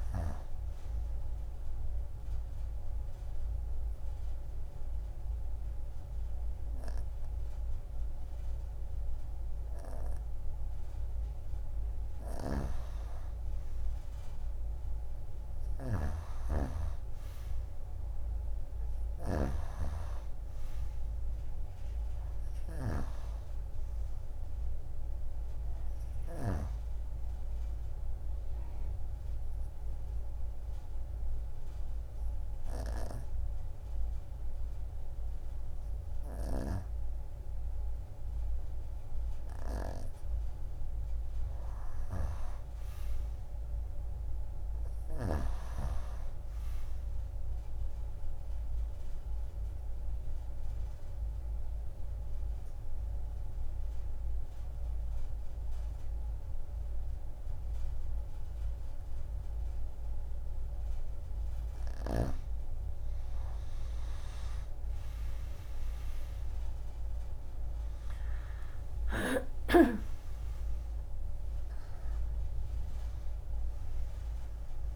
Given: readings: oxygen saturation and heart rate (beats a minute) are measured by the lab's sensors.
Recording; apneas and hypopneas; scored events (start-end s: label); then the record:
breathing in sleep by a room microphone; 3
0.00-9.50 s: oxygen desaturation (device-marked, oxygen 89% lowest)
2.00-12.00 s: obstructive apnea (oxygen 95% before, 87% lowest)
12.00-26.50 s: snoring (device-marked)
15.00-19.00 s: arousal
17.50-31.50 s: oxygen desaturation (device-marked, oxygen 93% before, 87% lowest)
27.50-40.50 s: obstructive apnea (oxygen 93% before, 85% lowest)
43.00-46.00 s: arousal
43.50-60.50 s: oxygen desaturation (device-marked, oxygen 94% before, 88% lowest)
48.50-61.50 s: obstructive apnea (oxygen 94% before, 85% lowest)
64.00-68.50 s: arousal
68.50-74.96 s: oxygen desaturation (device-marked, oxygen 94% before, 85% lowest)
From the record:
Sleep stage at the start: N2 (light sleep); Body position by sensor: on the right side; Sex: female